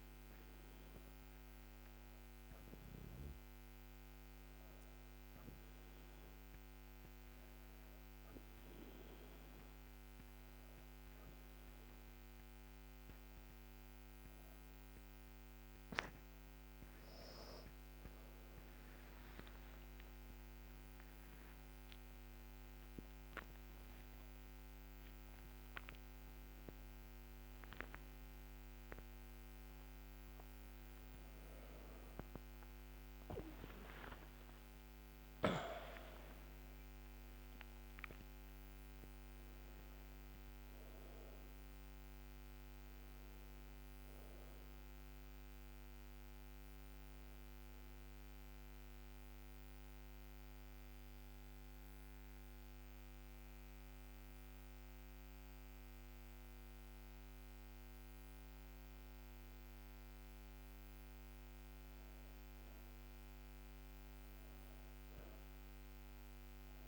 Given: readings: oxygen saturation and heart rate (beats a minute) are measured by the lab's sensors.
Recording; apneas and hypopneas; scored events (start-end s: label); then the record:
breathing in sleep, hard to hear, by a microphone on the trachea; 1
20.50-27.00 s: arousal
27.00-66.88 s: new sleep stage, N1 (lightest sleep)
45.00-50.00 s: oxygen desaturation (device-marked, oxygen 98% before, 95% lowest, heart rate 117 before, 70 extreme)
48.00-59.50 s: hypopnea (oxygen 98% before, 95% lowest, heart rate 114 before, 70 extreme, up 4 after)
64.00-66.88 s: arousal
From the record:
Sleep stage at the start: N2 (light sleep); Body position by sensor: on the back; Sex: female